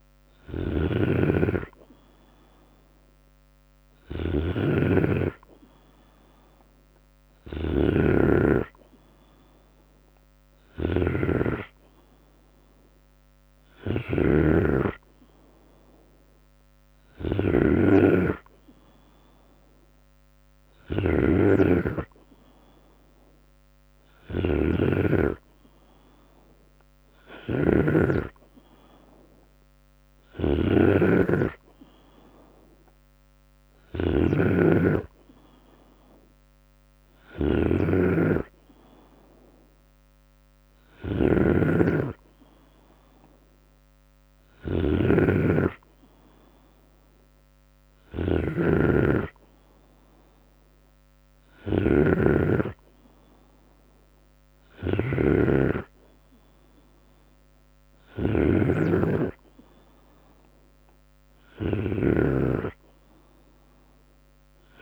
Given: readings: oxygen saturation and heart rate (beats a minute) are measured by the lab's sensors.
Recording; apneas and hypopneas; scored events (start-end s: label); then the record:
breathing in sleep by a microphone on the trachea; none
0.00-64.82 s: snoring (device-marked)
10.00-12.00 s: long interval between heartbeats (device-marked, heart rate 72 before, 79 extreme)
23.50-25.50 s: long interval between heartbeats (device-marked, heart rate 73 before, 73 extreme)
28.00-30.00 s: long interval between heartbeats (device-marked, heart rate 71 before, 69 extreme)
31.50-37.50 s: bradycardia (device-marked, heart rate 75 before, 53 extreme)
32.00-34.00 s: long interval between heartbeats (device-marked, heart rate 69 before, 72 extreme)
39.00-41.00 s: long interval between heartbeats (device-marked, heart rate 68 before, 58 extreme)
47.50-49.50 s: long interval between heartbeats (device-marked, heart rate 65 before, 67 extreme)
51.00-53.00 s: long interval between heartbeats (device-marked, heart rate 66 before, 70 extreme)
57.50-59.50 s: long interval between heartbeats (device-marked, heart rate 67 before, 66 extreme)
59.50-64.82 s: bradycardia (device-marked, heart rate 75 before, 45 extreme)
61.50-63.50 s: long interval between heartbeats (device-marked, heart rate 68 before, 55 extreme)
From the record:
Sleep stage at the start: N2 (light sleep); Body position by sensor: on the right side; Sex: male